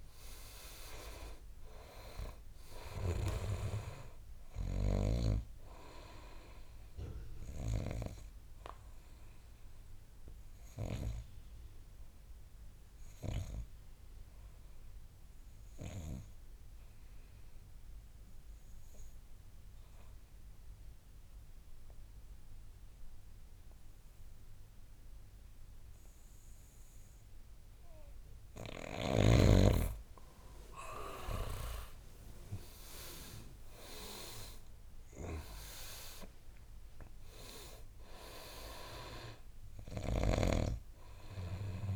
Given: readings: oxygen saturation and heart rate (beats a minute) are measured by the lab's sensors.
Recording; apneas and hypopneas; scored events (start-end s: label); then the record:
breathing in sleep by a room microphone; 1
3.00-23.00 s: oxygen desaturation (device-marked, oxygen 99% before, 85% lowest, heart rate 70 before, 55 extreme)
8.50-28.00 s: obstructive apnea (oxygen 99% before, 85% lowest, heart rate 72 before, 54 extreme, up 14 after)
30.50-34.50 s: arousal
36.00-41.96 s: oxygen desaturation (device-marked, oxygen 99% before, 87% lowest, heart rate 70 before, 54 extreme)
From the record:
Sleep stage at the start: N2 (light sleep); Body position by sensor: on the back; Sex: male